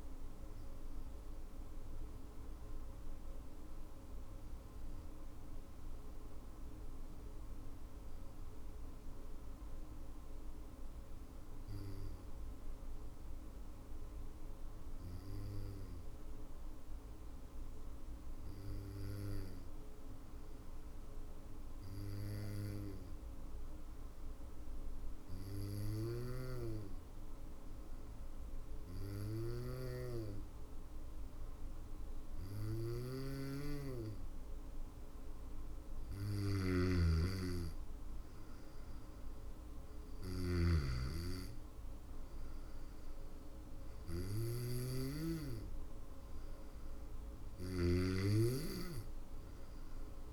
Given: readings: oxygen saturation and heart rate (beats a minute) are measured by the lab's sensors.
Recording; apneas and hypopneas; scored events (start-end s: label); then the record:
breathing in sleep by a room microphone; 1
2.00-34.00 s: obstructive apnea (oxygen 99% before, 97% lowest, heart rate 55 before, 54 extreme, up 2 after)
32.00-50.33 s: snoring (device-marked)
36.00-39.00 s: arousal
37.50-43.50 s: drop in pulse transit time (device-marked, heart rate 56 before, 56 extreme)
From the record:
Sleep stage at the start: N2 (light sleep); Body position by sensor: on the back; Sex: female